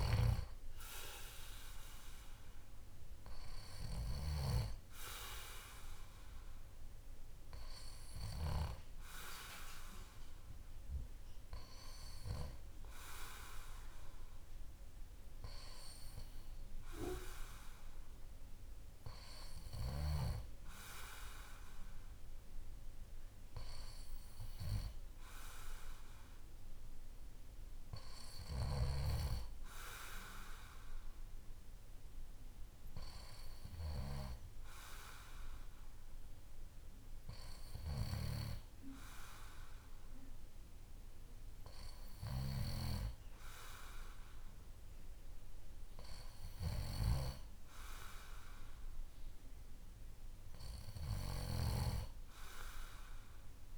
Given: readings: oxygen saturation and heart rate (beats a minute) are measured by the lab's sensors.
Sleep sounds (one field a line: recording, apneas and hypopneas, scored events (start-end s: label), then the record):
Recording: breathing in sleep by a room microphone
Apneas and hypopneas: none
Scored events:
none scored
From the record:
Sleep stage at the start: N2 (light sleep)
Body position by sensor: on the back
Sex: male